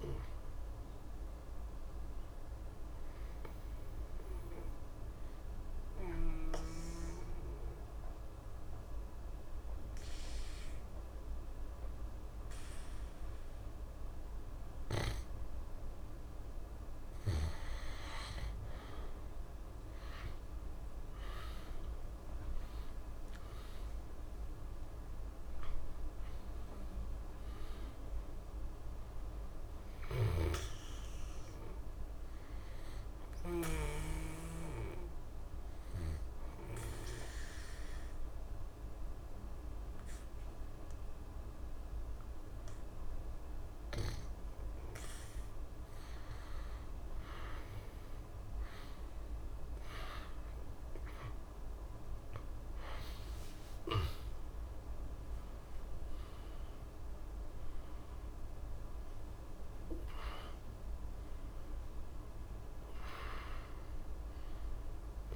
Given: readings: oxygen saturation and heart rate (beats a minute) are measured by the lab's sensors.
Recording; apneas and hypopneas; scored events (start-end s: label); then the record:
breathing in sleep by a room microphone; 2
0.00-11.50 s: oxygen desaturation (device-marked, oxygen 87% lowest, heart rate 59 extreme)
4.00-17.00 s: obstructive apnea (oxygen 97% before, 87% lowest, heart rate 72 before, 59 extreme, up 10 after)
18.50-23.00 s: arousal
19.50-42.50 s: oxygen desaturation (device-marked, oxygen 97% before, 87% lowest, heart rate 64 before, 59 extreme)
30.00-33.50 s: snoring (device-marked)
34.00-46.00 s: obstructive apnea (oxygen 97% before, 87% lowest, heart rate 64 before, 60 extreme, up 5 after)
48.00-53.50 s: arousal
57.50-65.36 s: oxygen desaturation (device-marked, oxygen 96% before, 90% lowest, heart rate 61 before, 59 extreme)
From the record:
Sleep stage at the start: N2 (light sleep); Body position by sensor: on the back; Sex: male